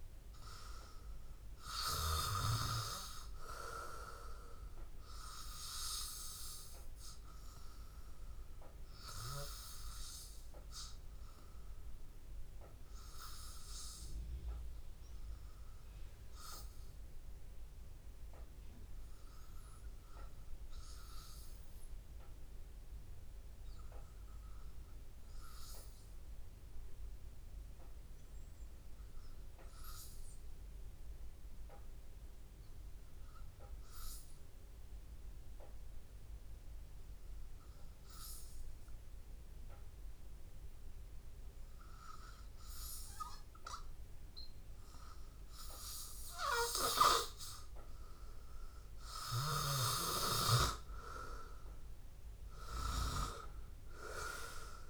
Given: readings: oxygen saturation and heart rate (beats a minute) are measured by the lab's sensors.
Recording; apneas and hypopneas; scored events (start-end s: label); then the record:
breathing in sleep by a room microphone; 1
0.00-19.00 s: oxygen desaturation (device-marked, oxygen 92% lowest, heart rate 81 extreme)
12.00-47.00 s: hypopnea (oxygen 96% before, 91% lowest, heart rate 84 before, 81 extreme, up 2 after)
37.00-54.90 s: oxygen desaturation (device-marked, oxygen 98% before, 91% lowest, heart rate 82 before, 81 extreme)
48.50-52.00 s: arousal
From the record:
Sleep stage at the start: N2 (light sleep); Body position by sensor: on the back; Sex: male